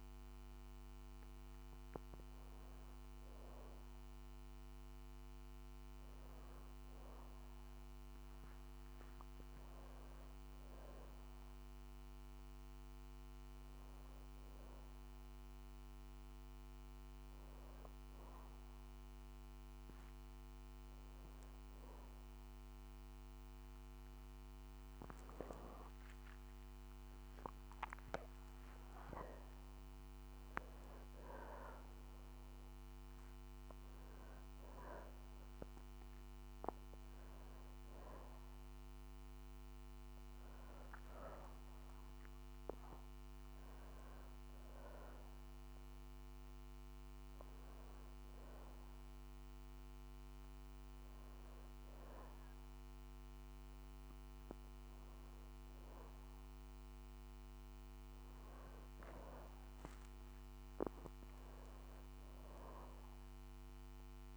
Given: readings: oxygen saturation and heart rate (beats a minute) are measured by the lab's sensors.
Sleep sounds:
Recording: a person partly awake in a sleep study, by a microphone on the trachea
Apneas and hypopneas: none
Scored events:
10.00-40.00 s: new sleep stage, awake
40.00-64.37 s: new sleep stage, N1 (lightest sleep)
From the record:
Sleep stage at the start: N2 (light sleep)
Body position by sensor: on the back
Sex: female

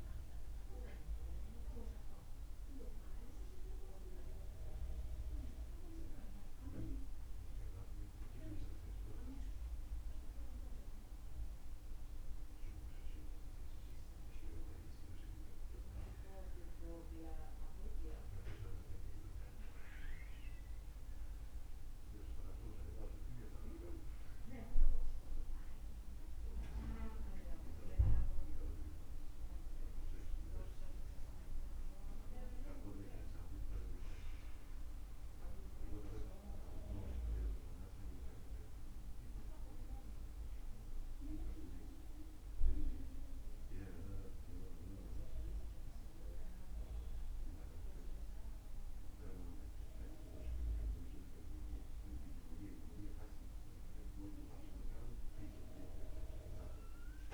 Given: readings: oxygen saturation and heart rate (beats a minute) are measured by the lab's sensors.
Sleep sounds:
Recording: breathing in sleep by a room microphone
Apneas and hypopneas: none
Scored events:
none scored
From the record:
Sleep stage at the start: N2 (light sleep)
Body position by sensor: on the back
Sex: male

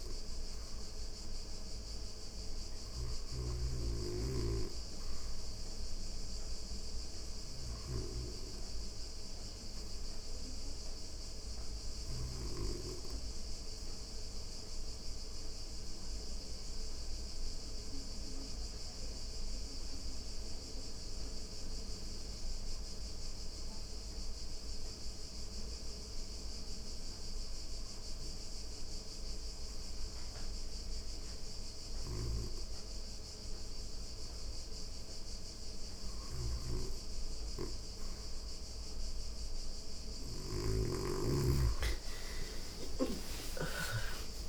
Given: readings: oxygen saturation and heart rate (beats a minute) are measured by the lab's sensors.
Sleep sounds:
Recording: breathing in sleep by a room microphone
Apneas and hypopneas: 1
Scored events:
0.00-2.00 s: arousal
0.00-11.50 s: snoring (device-marked)
2.50-16.50 s: oxygen desaturation (device-marked, oxygen 89% before, 83% lowest, heart rate 86 before, 87 extreme)
13.50-26.00 s: obstructive apnea (oxygen 93% before, 75% lowest, heart rate 87 before, 88 extreme, up 4 after)
27.50-44.49 s: oxygen desaturation (device-marked, oxygen 89% before, 75% lowest, heart rate 89 before, 88 extreme)
31.00-43.00 s: snoring (device-marked)
40.00-43.50 s: arousal
42.50-44.49 s: new sleep stage, N2 (light sleep)
From the record:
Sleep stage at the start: REM sleep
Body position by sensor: on the back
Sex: female

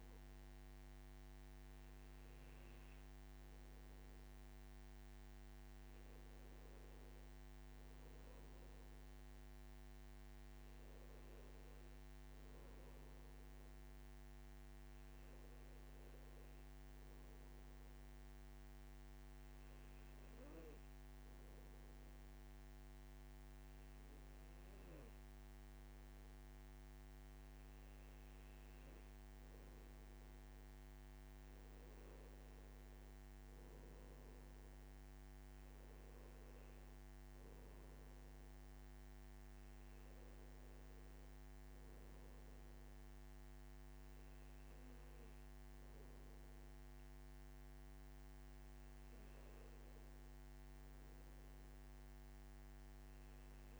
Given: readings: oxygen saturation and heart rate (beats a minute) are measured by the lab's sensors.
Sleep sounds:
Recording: breathing in sleep, hard to hear, by a microphone on the trachea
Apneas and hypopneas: none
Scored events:
none scored
From the record:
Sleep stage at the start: N2 (light sleep)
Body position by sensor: on the back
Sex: male

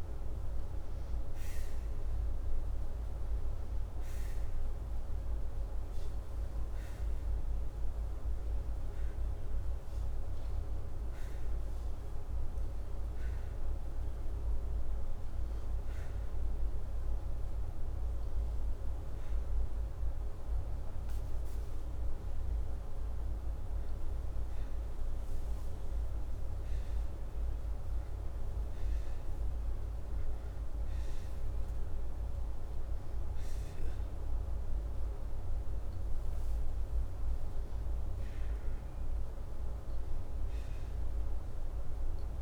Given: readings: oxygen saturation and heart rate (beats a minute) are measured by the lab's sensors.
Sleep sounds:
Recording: breathing in sleep, hard to hear, by a room microphone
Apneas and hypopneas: none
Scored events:
0.00-15.50 s: oxygen desaturation (device-marked, oxygen 91% lowest, heart rate 82 extreme)
25.00-29.50 s: arousal
From the record:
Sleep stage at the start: N2 (light sleep)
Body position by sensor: upright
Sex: male

